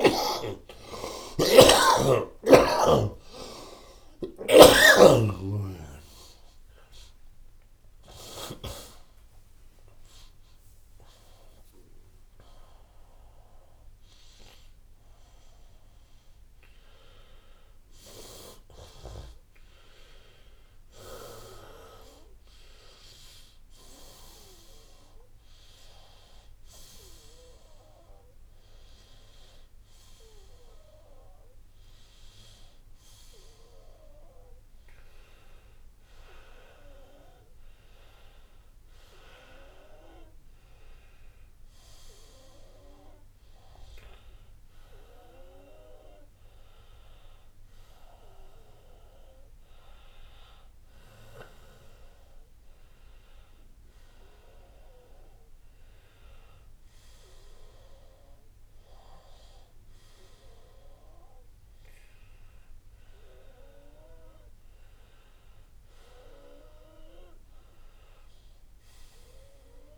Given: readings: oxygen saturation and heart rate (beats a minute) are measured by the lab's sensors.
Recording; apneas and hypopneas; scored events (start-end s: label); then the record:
a person partly awake in a sleep study, by a room microphone; none
0.00-15.00 s: tachycardia (device-marked, heart rate 115 extreme)
0.00-20.00 s: oxygen desaturation (device-marked, oxygen 90% lowest, heart rate 78 extreme)
26.00-69.98 s: new sleep stage, N1 (lightest sleep)
28.00-35.00 s: oxygen desaturation (device-marked, oxygen 98% before, 90% lowest, heart rate 98 before, 78 extreme)
41.00-51.00 s: oxygen desaturation (device-marked, oxygen 95% before, 92% lowest, heart rate 84 before, 81 extreme)
From the record:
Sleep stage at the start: awake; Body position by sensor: on the right side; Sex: male